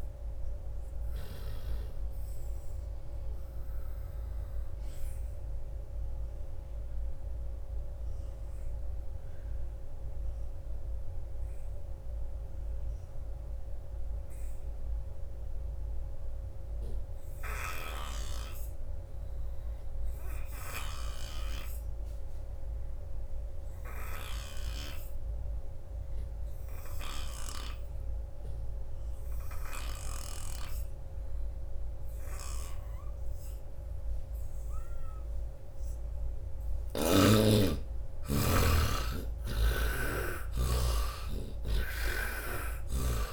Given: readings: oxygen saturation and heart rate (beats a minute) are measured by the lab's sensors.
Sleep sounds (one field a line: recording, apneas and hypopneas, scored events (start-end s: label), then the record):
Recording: breathing in sleep by a room microphone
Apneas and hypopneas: 1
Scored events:
0.00-1.50 s: snoring (device-marked)
0.00-16.50 s: oxygen desaturation (device-marked, oxygen 73% lowest, heart rate 72 extreme)
0.50-35.00 s: obstructive apnea (oxygen 98% before, 69% lowest, heart rate 81 before, 72 extreme, up 12 after)
17.50-24.50 s: snoring (device-marked)
18.50-43.33 s: oxygen desaturation (device-marked, oxygen 98% before, 69% lowest, heart rate 87 before, 72 extreme)
26.50-30.00 s: snoring (device-marked)
37.50-42.00 s: arousal
41.50-43.33 s: snoring (device-marked)
From the record:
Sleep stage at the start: N2 (light sleep)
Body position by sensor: upright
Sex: male